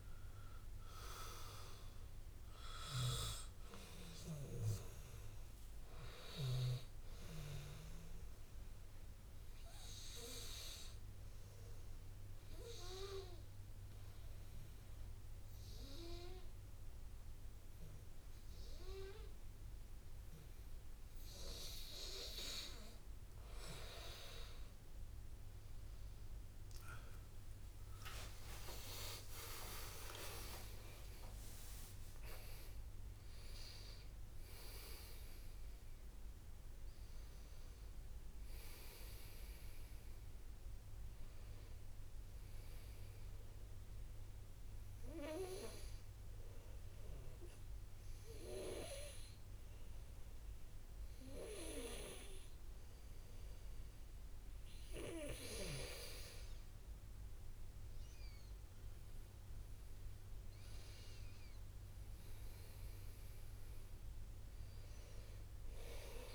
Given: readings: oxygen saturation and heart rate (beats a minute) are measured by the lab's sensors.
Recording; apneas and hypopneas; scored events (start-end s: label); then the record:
breathing in sleep by a room microphone; 2
0.00-1.00 s: long interval between heartbeats (device-marked)
9.50-23.00 s: obstructive apnea (oxygen 97% before, 93% lowest)
28.00-34.00 s: arousal
28.50-30.50 s: long interval between heartbeats (device-marked)
33.00-43.00 s: oxygen desaturation (device-marked, oxygen 99% before, 95% lowest)
44.00-55.50 s: obstructive apnea (oxygen 99% before, 92% lowest, heart rate 39 before, 55 extreme, up 6 after)
58.50-63.50 s: arousal
From the record:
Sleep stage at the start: N2 (light sleep); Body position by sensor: on the back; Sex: male